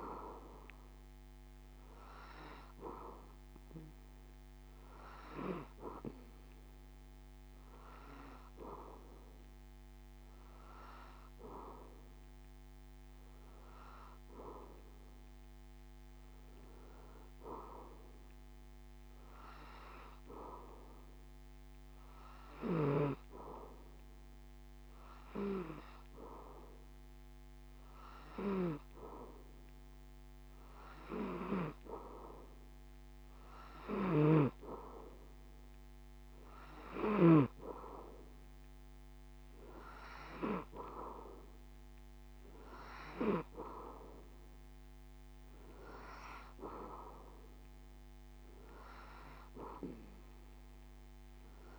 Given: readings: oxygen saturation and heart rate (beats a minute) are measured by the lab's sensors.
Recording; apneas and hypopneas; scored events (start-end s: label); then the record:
breathing in sleep by a microphone on the trachea; none
34.00-37.50 s: snoring (device-marked)
From the record:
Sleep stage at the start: N3 (deep sleep); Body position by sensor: on the back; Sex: male